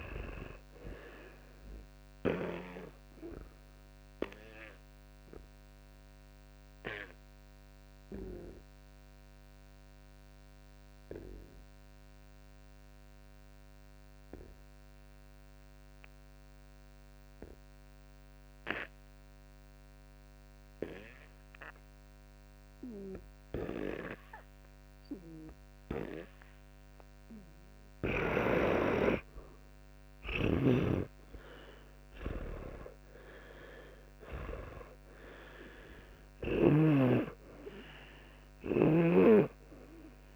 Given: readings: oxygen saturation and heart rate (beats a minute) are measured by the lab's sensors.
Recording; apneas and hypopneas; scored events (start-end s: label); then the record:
breathing in sleep by a microphone on the trachea; 1
0.00-1.50 s: oxygen desaturation (device-marked, oxygen 88% lowest, heart rate 30 extreme)
2.00-28.50 s: obstructive apnea (oxygen 92% before, 87% lowest, heart rate 56 before, 30 extreme)
30.50-37.00 s: snoring (device-marked)
31.00-35.00 s: arousal
33.50-40.36 s: oxygen desaturation (device-marked, oxygen 99% before, 90% lowest)
From the record:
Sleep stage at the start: N2 (light sleep); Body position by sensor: on the back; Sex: male